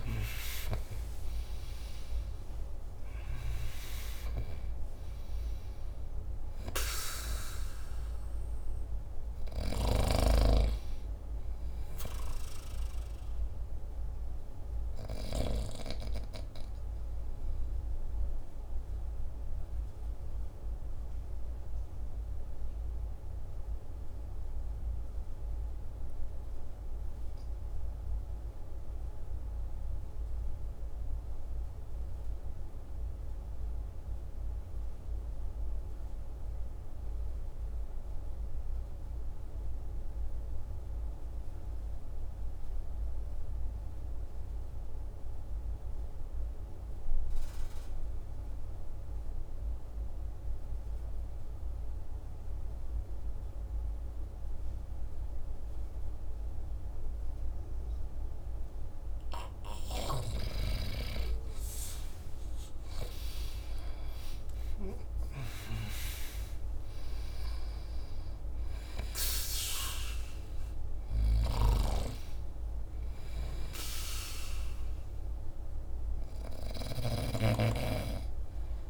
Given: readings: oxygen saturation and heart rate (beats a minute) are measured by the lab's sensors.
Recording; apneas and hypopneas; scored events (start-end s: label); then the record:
breathing in sleep by a room microphone; 1
0.00-2.00 s: arousal
0.00-28.00 s: oxygen desaturation (device-marked, oxygen 71% lowest, heart rate 48 extreme)
18.00-58.50 s: obstructive apnea (oxygen 91% before, 71% lowest, heart rate 65 before, 48 extreme, up 22 after)
47.00-78.90 s: oxygen desaturation (device-marked, oxygen 98% before, 71% lowest, heart rate 51 before, 48 extreme)
62.50-67.50 s: arousal
71.00-77.50 s: snoring (device-marked)
From the record:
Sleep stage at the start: REM sleep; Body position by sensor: on the back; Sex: male